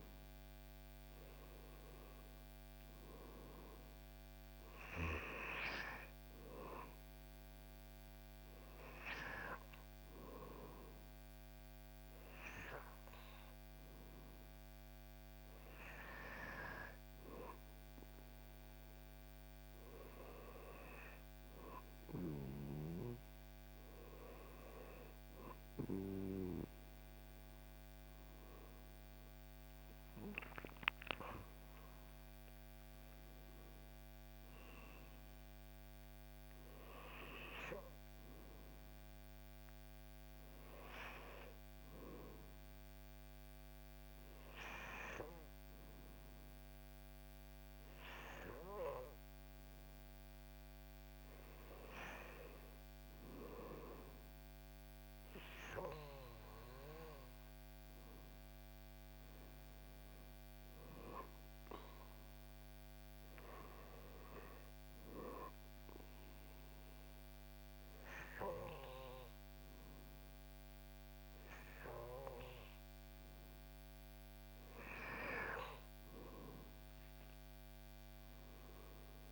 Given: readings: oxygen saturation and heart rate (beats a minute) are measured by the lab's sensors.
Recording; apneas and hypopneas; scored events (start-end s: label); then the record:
breathing in sleep by a microphone on the trachea; none
none scored
From the record:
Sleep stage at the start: N2 (light sleep); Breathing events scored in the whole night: 108 in 7.0 hours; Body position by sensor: on the back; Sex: male